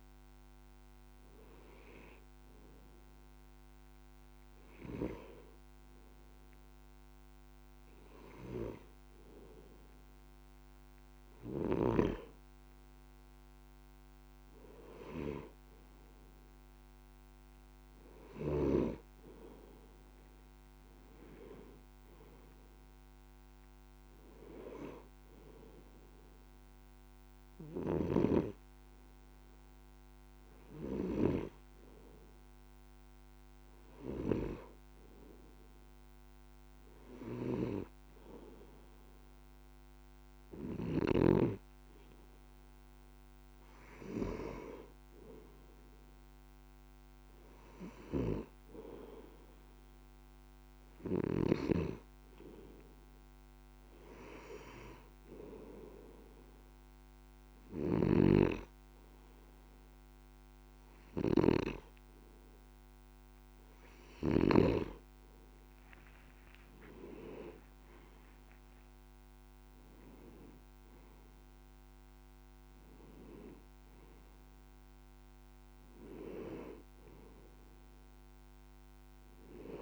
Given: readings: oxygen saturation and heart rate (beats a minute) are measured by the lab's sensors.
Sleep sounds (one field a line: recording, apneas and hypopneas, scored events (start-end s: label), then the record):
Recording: breathing in sleep by a microphone on the trachea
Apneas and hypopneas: none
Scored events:
64.00-69.50 s: arousal
From the record:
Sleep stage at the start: N2 (light sleep)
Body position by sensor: on the back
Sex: male